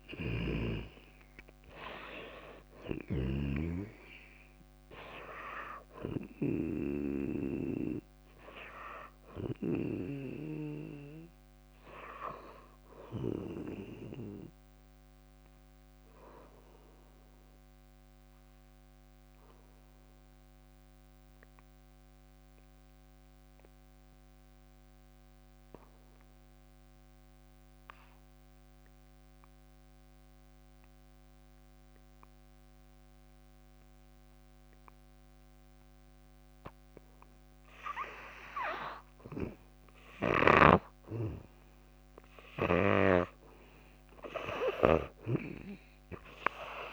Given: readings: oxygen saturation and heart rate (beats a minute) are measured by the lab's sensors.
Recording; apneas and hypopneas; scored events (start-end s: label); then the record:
breathing in sleep by a microphone on the trachea; 1
0.00-2.50 s: drop in pulse transit time (device-marked, heart rate 67 extreme)
0.00-3.50 s: snoring (device-marked)
0.00-19.50 s: oxygen desaturation (device-marked, oxygen 74% lowest, heart rate 54 extreme)
17.50-39.00 s: mixed apnea (oxygen 92% before, 78% lowest, heart rate 64 before, 58 extreme, up 10 after)
36.50-46.93 s: oxygen desaturation (device-marked, oxygen 98% before, 78% lowest, heart rate 59 before, 56 extreme)
41.00-44.00 s: arousal
45.00-46.93 s: snoring (device-marked)
From the record:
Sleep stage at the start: N2 (light sleep); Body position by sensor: on the back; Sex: female